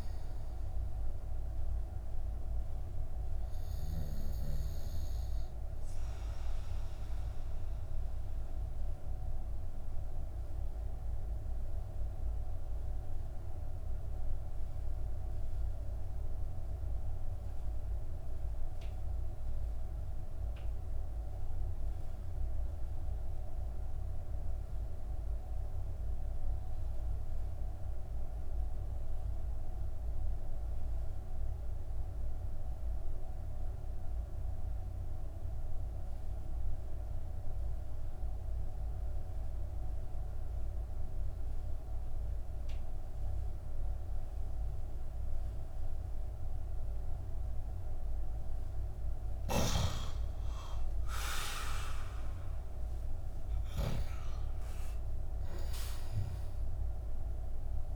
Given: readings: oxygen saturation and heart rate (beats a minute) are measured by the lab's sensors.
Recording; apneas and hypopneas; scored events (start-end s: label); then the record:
breathing in sleep, hard to hear, by a room microphone; 1
0.00-16.00 s: oxygen desaturation (device-marked, oxygen 91% lowest)
5.50-49.00 s: mixed apnea (oxygen 96% before, 89% lowest)
48.00-57.96 s: oxygen desaturation (device-marked, oxygen 97% before, 89% lowest)
50.00-54.50 s: arousal
From the record:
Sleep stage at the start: N2 (light sleep); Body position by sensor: on the back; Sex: male